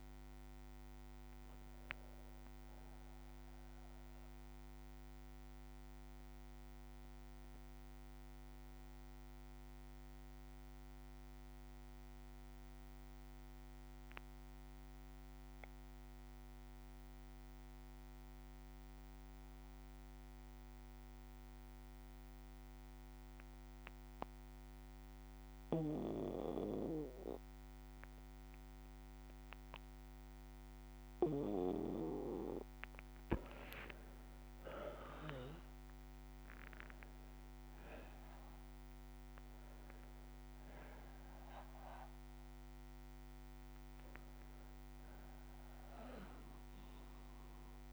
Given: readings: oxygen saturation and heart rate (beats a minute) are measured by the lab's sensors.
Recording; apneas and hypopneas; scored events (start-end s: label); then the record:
breathing in sleep by a microphone on the trachea; 1
0.00-16.00 s: oxygen desaturation (device-marked, oxygen 92% lowest, heart rate 56 extreme)
0.00-30.00 s: bradycardia (device-marked, heart rate 56 extreme)
6.00-33.00 s: obstructive apnea (oxygen 98% before, 92% lowest, heart rate 60 before, 56 extreme, up 5 after)
33.00-47.93 s: oxygen desaturation (device-marked, oxygen 98% before, 92% lowest, heart rate 58 before, 56 extreme)
34.00-38.50 s: arousal
44.00-47.93 s: bradycardia (device-marked, heart rate 61 before, 56 extreme)
From the record:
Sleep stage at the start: N2 (light sleep); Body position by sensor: on the back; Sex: male